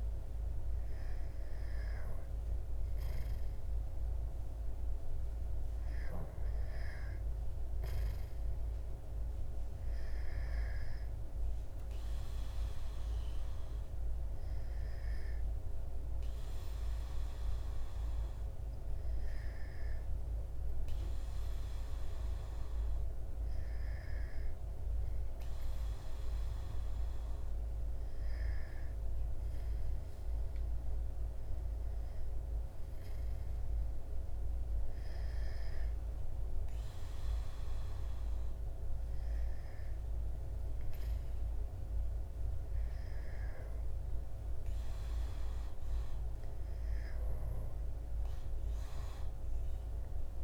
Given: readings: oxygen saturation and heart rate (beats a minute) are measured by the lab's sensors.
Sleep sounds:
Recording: breathing in sleep, hard to hear, by a room microphone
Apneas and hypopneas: none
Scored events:
none scored
From the record:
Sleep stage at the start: N2 (light sleep)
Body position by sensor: on the back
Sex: male

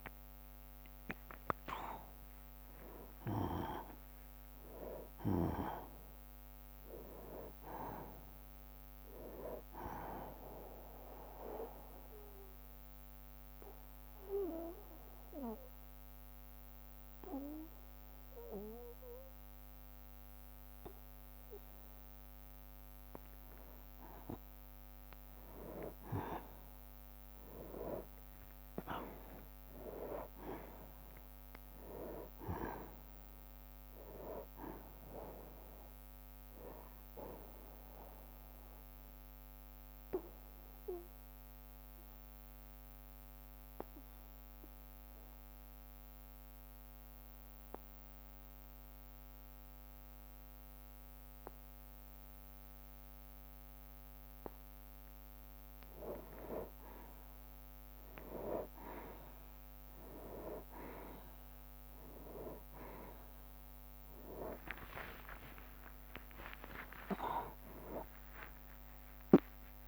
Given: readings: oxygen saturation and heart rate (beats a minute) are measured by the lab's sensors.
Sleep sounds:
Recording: a person partly awake in a sleep study, by a microphone on the trachea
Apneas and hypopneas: 2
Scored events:
0.00-2.00 s: drop in pulse transit time (device-marked, heart rate 68 extreme)
10.00-69.88 s: new sleep stage, N2 (light sleep)
12.00-22.50 s: obstructive apnea (oxygen 98% before, 93% lowest, heart rate 78 before, 57 extreme, up 5 after)
19.00-22.00 s: bradycardia (device-marked, heart rate 65 before, 60 extreme)
24.50-30.00 s: arousal
29.00-39.00 s: drop in pulse transit time (device-marked, heart rate 62 before, 58 extreme)
35.00-38.00 s: bradycardia (device-marked, heart rate 65 before, 60 extreme)
38.50-55.50 s: obstructive apnea (oxygen 98% before, 92% lowest, heart rate 62 before, 58 extreme, up 8 after)
40.00-54.00 s: bradycardia (device-marked, heart rate 65 before, 57 extreme)
59.00 s: drop in pulse transit time (device-marked)
61.00-69.88 s: drop in pulse transit time (device-marked, heart rate 59 before, 64 extreme)
61.00-69.88 s: oxygen desaturation (device-marked, oxygen 98% before, 93% lowest, heart rate 59 before, 64 extreme)
63.00-69.88 s: tachycardia (device-marked, heart rate 64 before, 156 extreme)
64.50-66.50 s: long interval between heartbeats (device-marked, heart rate 60 before, 78 extreme)
67.50-69.50 s: long interval between heartbeats (device-marked, heart rate 65 before, 120 extreme)
From the record:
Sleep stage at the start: awake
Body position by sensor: on the back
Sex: male

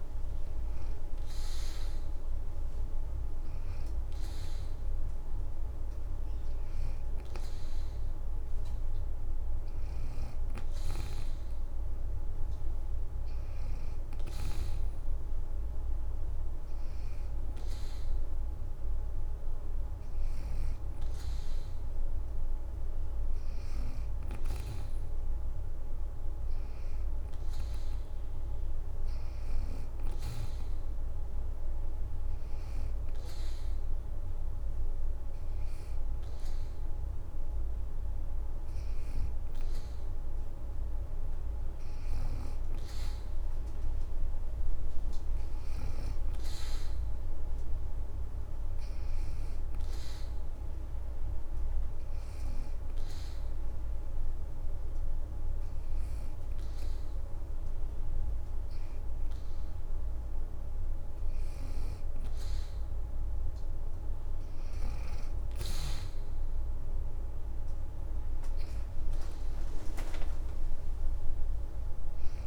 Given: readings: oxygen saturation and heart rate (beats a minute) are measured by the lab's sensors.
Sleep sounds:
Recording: breathing in sleep, hard to hear, by a room microphone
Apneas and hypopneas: 1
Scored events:
10.50-17.50 s: oxygen desaturation (device-marked, oxygen 88% before, 84% lowest, heart rate 78 before, 77 extreme)
16.00-17.00 s: leg movement (device-marked)
20.00-21.50 s: leg movement (device-marked)
30.50-41.00 s: hypopnea (oxygen 92% before, 83% lowest, heart rate 78 before, 78 extreme, up 0 after)
45.50-49.00 s: arousal
49.50-67.50 s: oxygen desaturation (device-marked, oxygen 88% before, 84% lowest, heart rate 80 before, 71 extreme)
From the record:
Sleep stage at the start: N2 (light sleep)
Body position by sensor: on the back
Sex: female

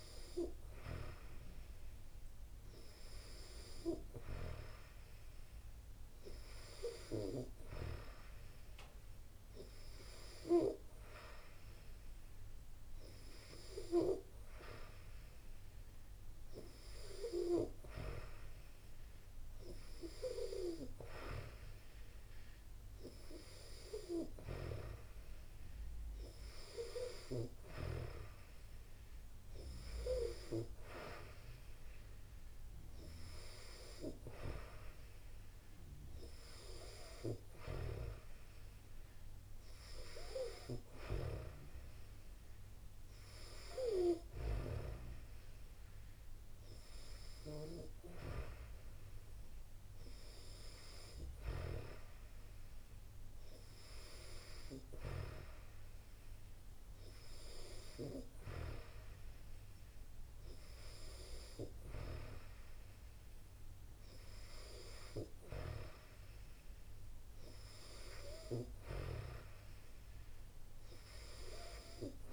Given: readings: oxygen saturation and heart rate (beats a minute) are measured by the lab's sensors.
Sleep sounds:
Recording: breathing in sleep by a room microphone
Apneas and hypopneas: none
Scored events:
none scored
From the record:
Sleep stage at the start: N2 (light sleep)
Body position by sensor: on the back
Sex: female

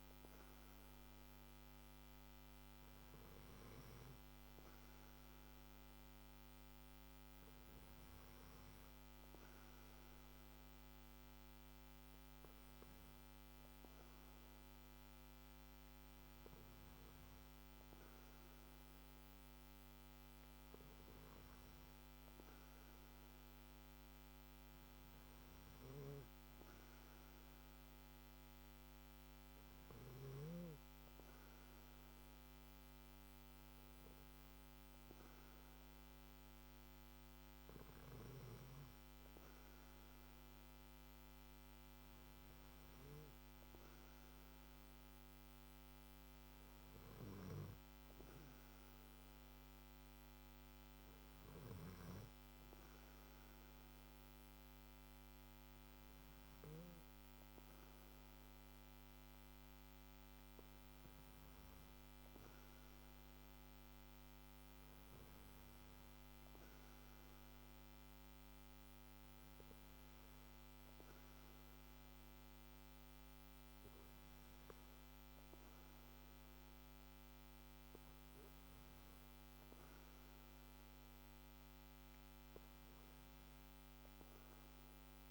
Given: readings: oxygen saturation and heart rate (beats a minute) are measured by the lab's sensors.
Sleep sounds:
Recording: breathing in sleep, hard to hear, by a microphone on the trachea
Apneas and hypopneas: none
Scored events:
none scored
From the record:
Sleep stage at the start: N3 (deep sleep)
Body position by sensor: on the back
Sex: male

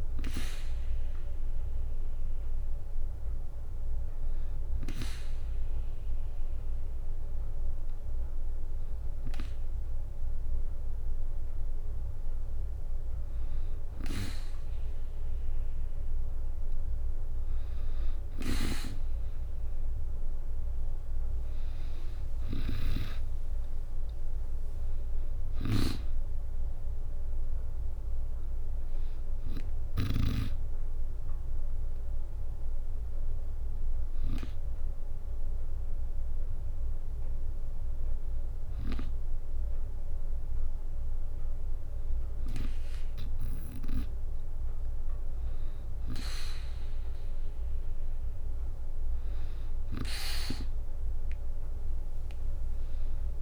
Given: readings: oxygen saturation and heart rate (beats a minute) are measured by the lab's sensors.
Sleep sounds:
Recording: breathing in sleep by a room microphone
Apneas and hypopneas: 1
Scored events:
0.00-3.50 s: drop in pulse transit time (device-marked, heart rate 64 extreme)
0.50-13.00 s: hypopnea (oxygen 96% before, 94% lowest, heart rate 65 before, 61 extreme, up 2 after)
14.50-17.50 s: arousal
22.50-35.50 s: drop in pulse transit time (device-marked, heart rate 63 before, 62 extreme)
50.00-53.42 s: arousal
From the record:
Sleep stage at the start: N2 (light sleep)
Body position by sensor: on the back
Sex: female

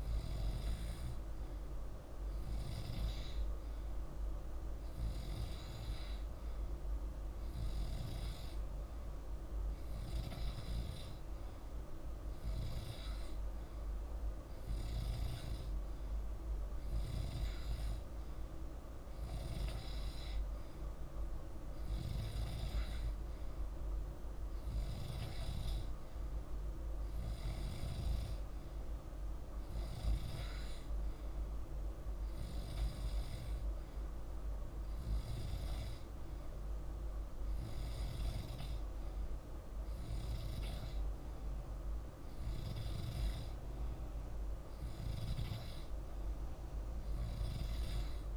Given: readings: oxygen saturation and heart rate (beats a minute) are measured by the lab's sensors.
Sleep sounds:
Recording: breathing in sleep, hard to hear, by a room microphone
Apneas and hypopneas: none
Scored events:
none scored
From the record:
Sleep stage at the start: N2 (light sleep)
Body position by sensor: on the back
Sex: male

